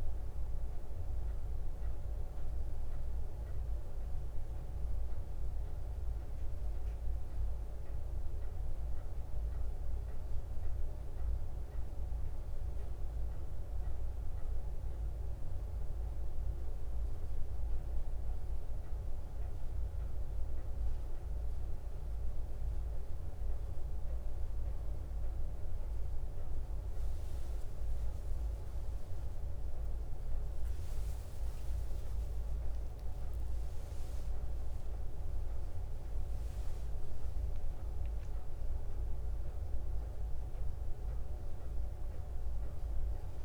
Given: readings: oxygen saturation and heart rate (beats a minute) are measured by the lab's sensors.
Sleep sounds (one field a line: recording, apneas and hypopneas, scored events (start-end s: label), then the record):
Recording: breathing in sleep, hard to hear, by a room microphone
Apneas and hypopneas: none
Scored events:
34.00-38.50 s: arousal
From the record:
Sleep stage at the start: N2 (light sleep)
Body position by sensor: on the back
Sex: female